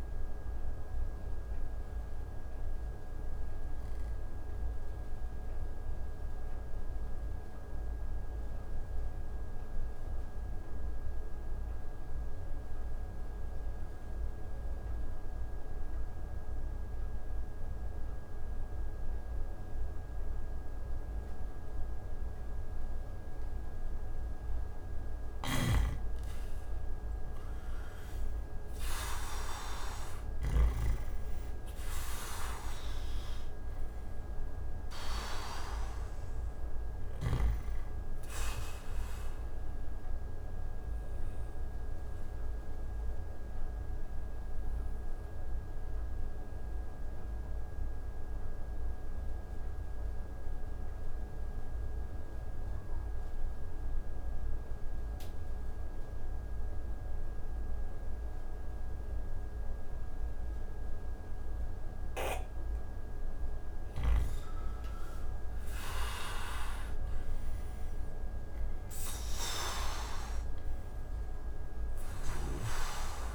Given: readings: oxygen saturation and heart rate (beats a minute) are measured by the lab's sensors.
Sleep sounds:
breathing in sleep by a room microphone; 2
0.00-19.50 s: oxygen desaturation (device-marked, oxygen 85% lowest)
2.00-25.50 s: obstructive apnea (oxygen 97% before, 84% lowest)
25.00-30.50 s: snoring (device-marked)
29.50-33.50 s: arousal
33.50-57.50 s: oxygen desaturation (device-marked, oxygen 98% before, 84% lowest)
40.50-63.50 s: mixed apnea (oxygen 98% before, 84% lowest)
66.50-69.00 s: arousal
70.50-73.35 s: oxygen desaturation (device-marked, oxygen 97% before, 85% lowest)
From the record:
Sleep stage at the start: N2 (light sleep); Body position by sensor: on the back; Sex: male

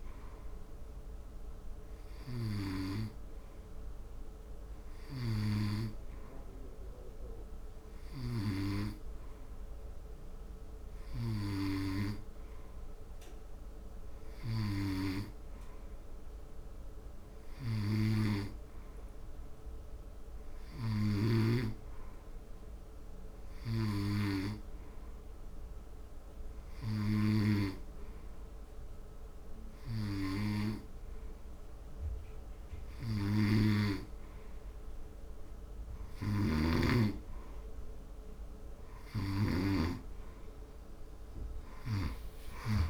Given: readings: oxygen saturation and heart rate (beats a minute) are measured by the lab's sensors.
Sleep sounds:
breathing in sleep by a room microphone; none
40.00-42.90 s: arousal
From the record:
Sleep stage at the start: N2 (light sleep); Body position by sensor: on the front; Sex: male

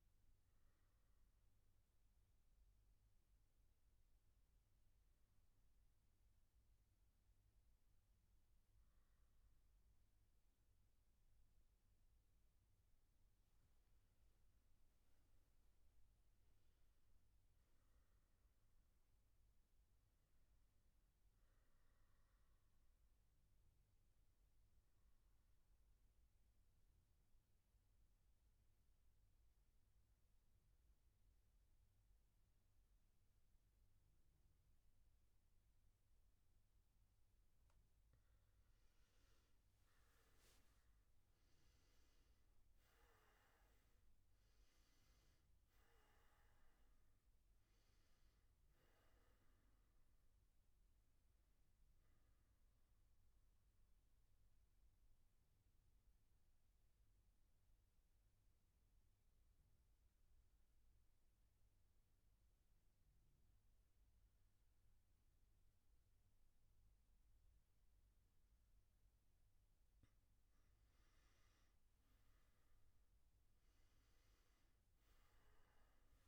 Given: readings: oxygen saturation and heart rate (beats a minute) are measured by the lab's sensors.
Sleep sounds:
breathing in sleep, hard to hear, by a room microphone; none
0.00-3.50 s: oxygen desaturation (device-marked, oxygen 93% lowest, heart rate 63 extreme)
42.50-62.50 s: oxygen desaturation (device-marked, oxygen 96% before, 92% lowest, heart rate 62 before, 69 extreme)
From the record:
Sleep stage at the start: N1 (lightest sleep); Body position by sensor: on the back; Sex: male

